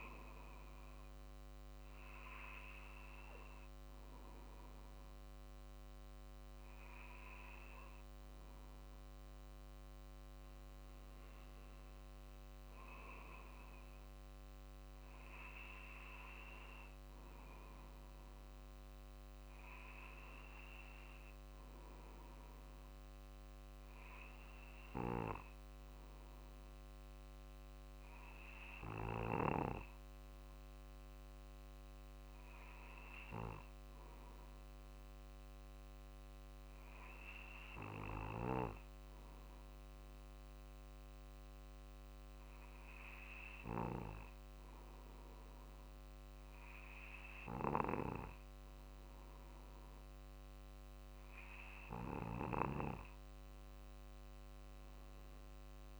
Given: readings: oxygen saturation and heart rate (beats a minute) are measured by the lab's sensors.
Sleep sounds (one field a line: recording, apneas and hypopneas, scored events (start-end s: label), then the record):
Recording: breathing in sleep by a microphone on the trachea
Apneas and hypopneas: 1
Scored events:
0.00-1.00 s: arousal
0.50-23.50 s: drop in pulse transit time (device-marked, heart rate 47 before, 46 extreme)
30.50-51.50 s: obstructive apnea (oxygen 96% before, 92% lowest, heart rate 47 before, 46 extreme, up 2 after)
53.00-56.00 s: arousal
From the record:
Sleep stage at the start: N2 (light sleep)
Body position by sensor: on the back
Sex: male